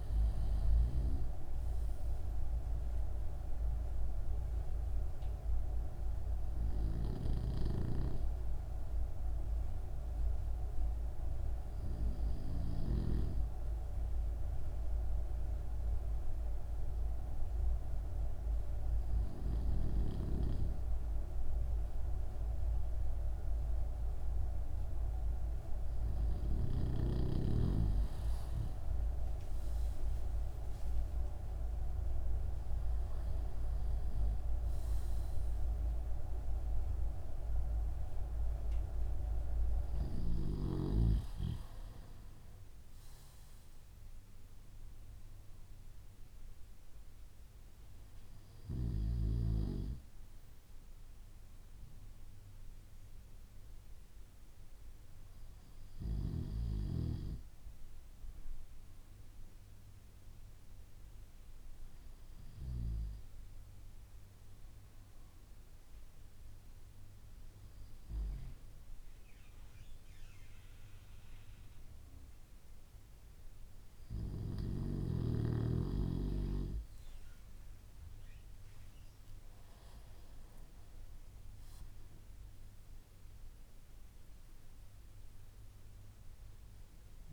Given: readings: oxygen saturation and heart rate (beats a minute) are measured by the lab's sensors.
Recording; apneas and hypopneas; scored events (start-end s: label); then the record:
breathing in sleep by a room microphone; none
none scored
From the record:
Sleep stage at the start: N2 (light sleep); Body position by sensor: on the back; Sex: male